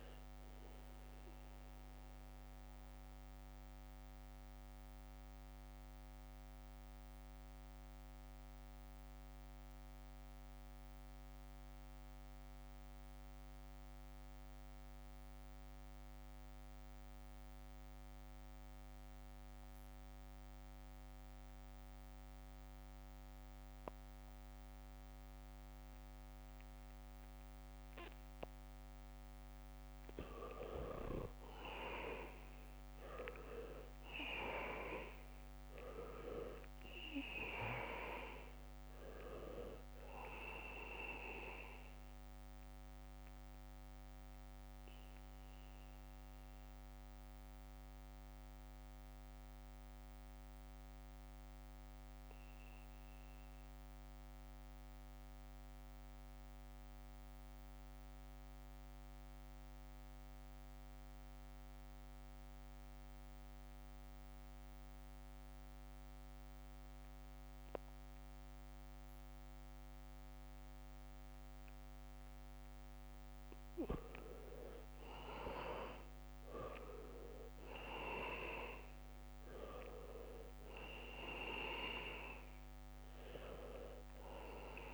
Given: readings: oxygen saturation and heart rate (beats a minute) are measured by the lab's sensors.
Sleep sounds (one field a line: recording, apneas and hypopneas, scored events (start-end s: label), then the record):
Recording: breathing in sleep by a microphone on the trachea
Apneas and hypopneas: 2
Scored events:
0.00-11.00 s: oxygen desaturation (device-marked, oxygen 78% lowest, heart rate 62 extreme)
0.50-30.00 s: mixed apnea (oxygen 99% before, 78% lowest, heart rate 66 before, 63 extreme)
22.00-56.00 s: oxygen desaturation (device-marked, oxygen 99% before, 81% lowest, heart rate 72 before, 63 extreme)
32.00-36.50 s: arousal
43.50-73.00 s: mixed apnea (heart rate 68 before, 63 extreme, up 3 after)
68.00-84.94 s: oxygen desaturation (device-marked, oxygen 99% before, 82% lowest)
73.50-82.00 s: leg movement (device-marked)
77.00-84.94 s: new sleep stage, awake
From the record:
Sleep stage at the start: N2 (light sleep)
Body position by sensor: on the back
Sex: male